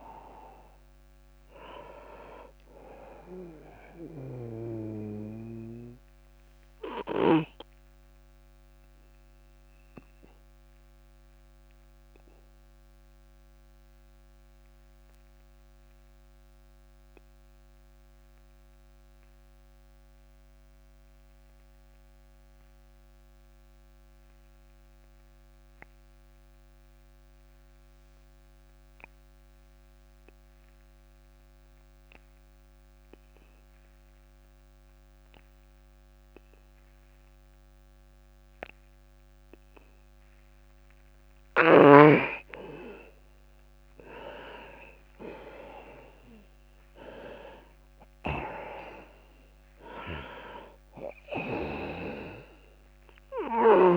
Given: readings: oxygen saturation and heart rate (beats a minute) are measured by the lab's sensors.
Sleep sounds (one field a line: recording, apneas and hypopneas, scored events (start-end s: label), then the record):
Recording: breathing in sleep by a microphone on the trachea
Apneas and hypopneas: 1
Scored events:
0.00-23.00 s: oxygen desaturation (device-marked, oxygen 83% lowest)
5.50-42.00 s: obstructive apnea (oxygen 98% before, 83% lowest)
14.00-19.00 s: tachycardia (device-marked, heart rate 43 before, 103 extreme)
43.50-47.00 s: arousal
44.00-53.97 s: oxygen desaturation (device-marked, oxygen 98% before, 86% lowest)
From the record:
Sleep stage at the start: N2 (light sleep)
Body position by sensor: on the back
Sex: male